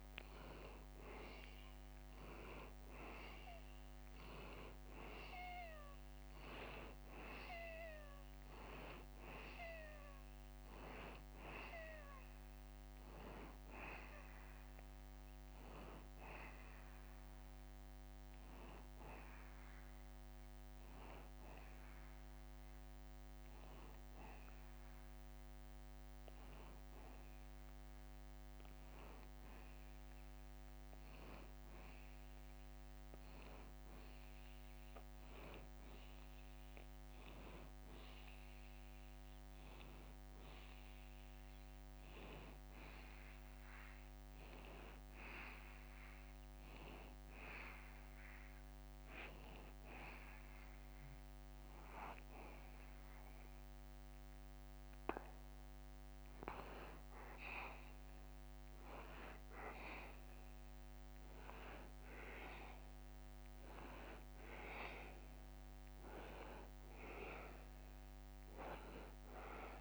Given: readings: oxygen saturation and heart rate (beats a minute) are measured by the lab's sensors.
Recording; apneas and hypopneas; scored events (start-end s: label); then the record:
a person partly awake in a sleep study, by a microphone on the trachea; none
4.50-34.50 s: new sleep stage, N1 (lightest sleep)
34.50-69.81 s: new sleep stage, N2 (light sleep)
From the record:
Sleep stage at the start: awake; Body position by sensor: on the back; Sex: male